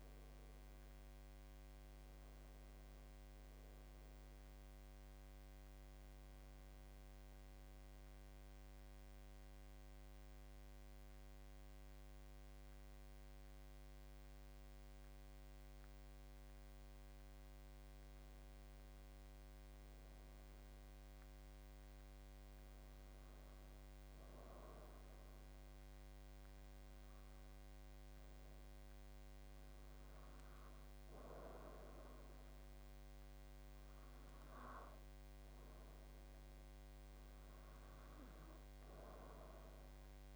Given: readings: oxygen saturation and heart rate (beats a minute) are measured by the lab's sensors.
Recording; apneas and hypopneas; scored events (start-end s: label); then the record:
breathing in sleep, hard to hear, by a microphone on the trachea; none
1.00-17.00 s: oxygen desaturation (device-marked, oxygen 92% before, 88% lowest, heart rate 81 before, 76 extreme)
26.00-32.00 s: oxygen desaturation (device-marked, oxygen 94% before, 91% lowest, heart rate 79 before, 77 extreme)
From the record:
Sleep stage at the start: N2 (light sleep); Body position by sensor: on the back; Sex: male